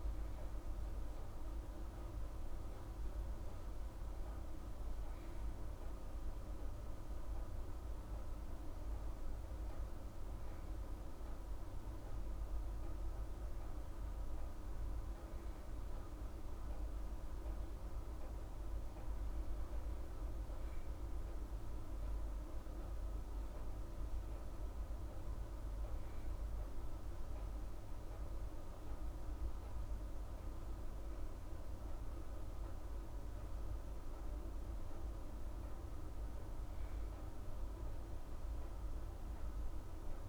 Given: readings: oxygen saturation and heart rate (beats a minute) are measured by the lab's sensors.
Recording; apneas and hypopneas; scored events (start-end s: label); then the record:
breathing in sleep, hard to hear, by a room microphone; none
none scored
From the record:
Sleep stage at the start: N2 (light sleep); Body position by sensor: on the right side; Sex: female